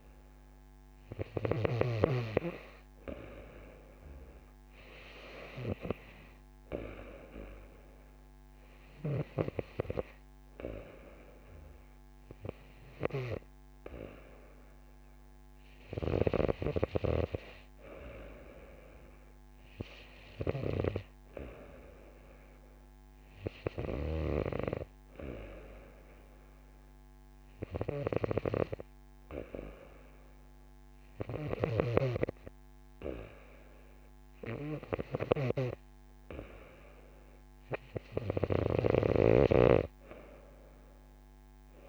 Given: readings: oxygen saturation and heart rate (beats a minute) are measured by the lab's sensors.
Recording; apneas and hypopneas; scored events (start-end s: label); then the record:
breathing in sleep by a microphone on the trachea; none
none scored
From the record:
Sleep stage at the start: N2 (light sleep); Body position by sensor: on the right side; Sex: female